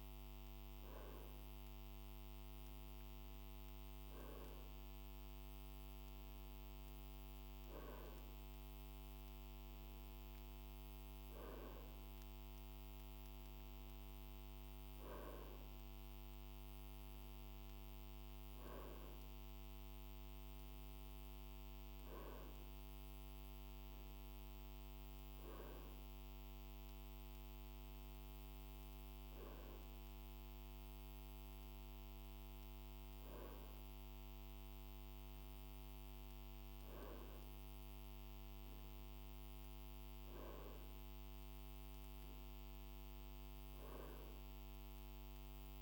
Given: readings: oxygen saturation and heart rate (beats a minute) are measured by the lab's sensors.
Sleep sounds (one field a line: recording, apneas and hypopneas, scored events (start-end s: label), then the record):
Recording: breathing in sleep, hard to hear, by a microphone on the trachea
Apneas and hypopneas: none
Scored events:
none scored
From the record:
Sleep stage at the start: N2 (light sleep)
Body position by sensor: on the right side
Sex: male